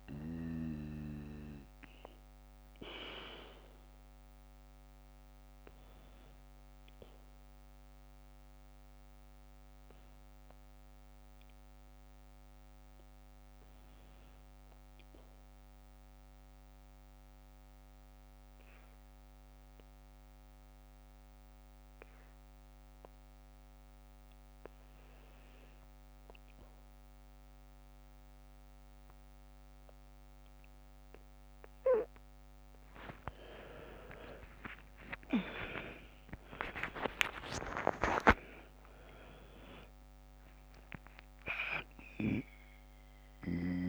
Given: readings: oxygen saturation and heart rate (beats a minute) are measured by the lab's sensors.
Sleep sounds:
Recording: breathing in sleep by a microphone on the trachea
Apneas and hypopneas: 1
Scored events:
0.00-12.00 s: oxygen desaturation (device-marked, oxygen 92% lowest, heart rate 48 extreme)
6.50-32.00 s: obstructive apnea (oxygen 100% before, 89% lowest, heart rate 56 before, 48 extreme, up 8 after)
30.00-43.89 s: oxygen desaturation (device-marked, oxygen 99% before, 91% lowest, heart rate 53 before, 48 extreme)
33.50-37.50 s: arousal
33.50-38.00 s: snoring (device-marked)
From the record:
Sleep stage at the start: N2 (light sleep)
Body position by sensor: on the back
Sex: female

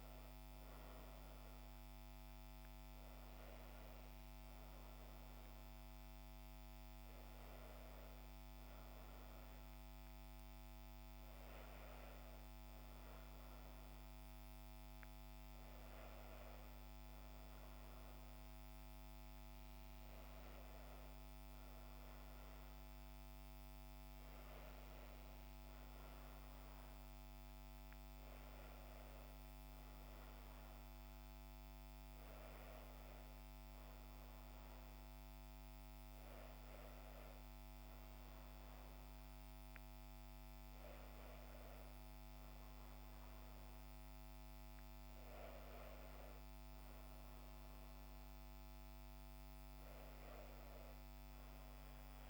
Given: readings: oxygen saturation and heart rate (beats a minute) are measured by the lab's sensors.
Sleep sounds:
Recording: breathing in sleep, hard to hear, by a microphone on the trachea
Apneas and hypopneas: none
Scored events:
none scored
From the record:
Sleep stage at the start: N1 (lightest sleep)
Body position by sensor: on the back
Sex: female

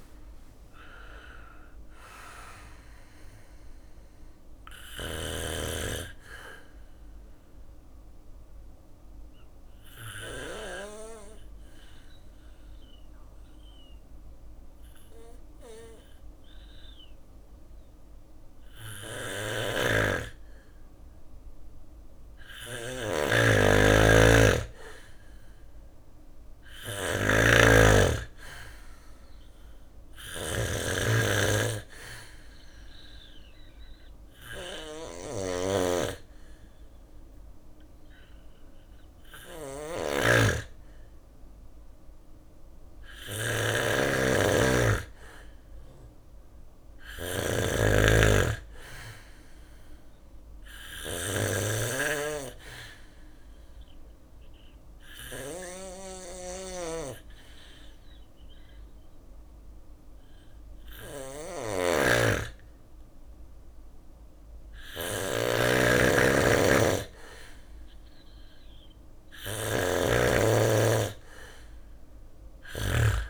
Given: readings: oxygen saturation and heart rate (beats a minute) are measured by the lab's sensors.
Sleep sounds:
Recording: breathing in sleep by a room microphone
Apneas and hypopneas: 3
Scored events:
0.00-6.00 s: drop in pulse transit time (device-marked, heart rate 60 extreme)
0.00-17.00 s: oxygen desaturation (device-marked, oxygen 96% before, 92% lowest, heart rate 61 before, 57 extreme)
3.00-10.00 s: bradycardia (device-marked, heart rate 61 before, 57 extreme)
3.00-19.00 s: obstructive apnea (oxygen 96% before, 92% lowest, heart rate 62 before, 59 extreme, up 2 after)
18.00-72.00 s: snoring (device-marked)
20.00-23.00 s: arousal
28.00-44.00 s: oxygen desaturation (device-marked, oxygen 98% before, 93% lowest, heart rate 60 before, 60 extreme)
30.00-40.00 s: obstructive apnea (oxygen 98% before, 93% lowest, heart rate 61 before, 60 extreme, up 2 after)
44.50-48.00 s: arousal
50.50-61.50 s: obstructive apnea (oxygen 98% before, 93% lowest, heart rate 61 before, 58 extreme, up 3 after)
68.00-72.00 s: arousal
From the record:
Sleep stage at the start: N2 (light sleep)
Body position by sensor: on the back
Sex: male

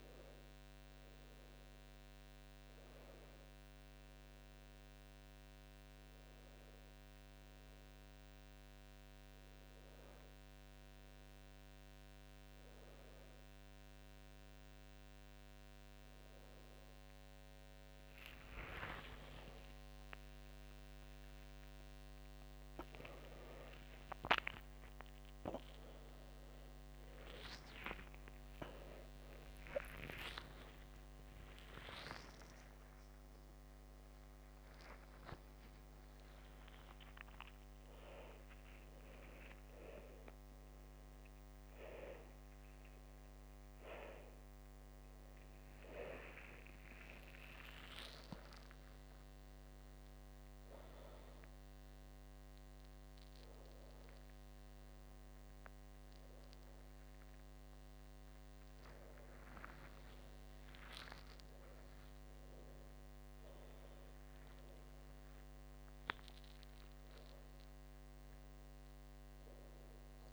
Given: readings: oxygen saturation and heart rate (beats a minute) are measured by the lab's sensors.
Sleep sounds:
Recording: a person awake in a sleep study, by a microphone on the trachea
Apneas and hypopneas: none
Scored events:
none scored
From the record:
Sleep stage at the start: awake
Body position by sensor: on the front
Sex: male

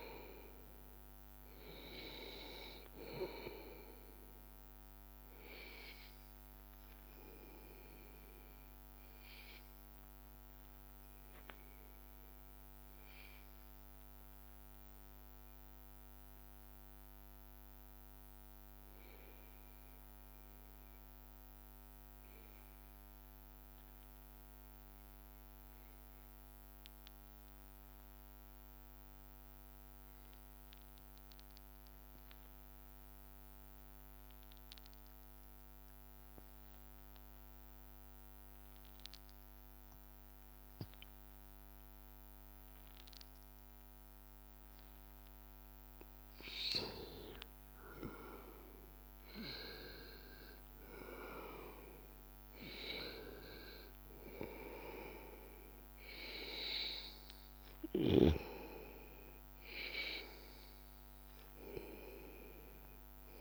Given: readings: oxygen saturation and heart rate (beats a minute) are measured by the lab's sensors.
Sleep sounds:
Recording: breathing in sleep by a microphone on the trachea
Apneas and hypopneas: 1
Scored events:
0.00-13.50 s: oxygen desaturation (device-marked, oxygen 91% lowest, heart rate 82 extreme)
6.00-47.00 s: obstructive apnea (oxygen 96% before, 91% lowest, heart rate 84 before, 81 extreme, up 3 after)
41.50-63.41 s: oxygen desaturation (device-marked, oxygen 97% before, 93% lowest, heart rate 83 before, 81 extreme)
48.50-52.00 s: arousal
From the record:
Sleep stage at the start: N2 (light sleep)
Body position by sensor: on the back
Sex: male

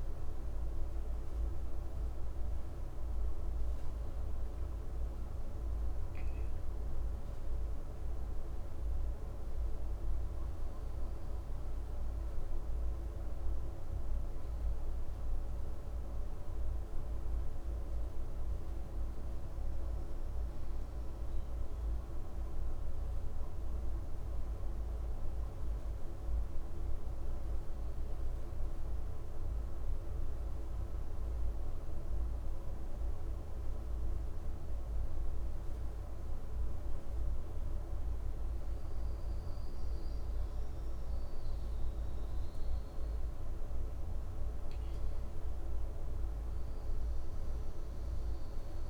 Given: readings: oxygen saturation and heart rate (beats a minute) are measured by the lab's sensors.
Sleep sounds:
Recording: breathing in sleep, hard to hear, by a room microphone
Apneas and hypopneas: none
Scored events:
none scored
From the record:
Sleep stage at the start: N1 (lightest sleep)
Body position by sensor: on the back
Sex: male

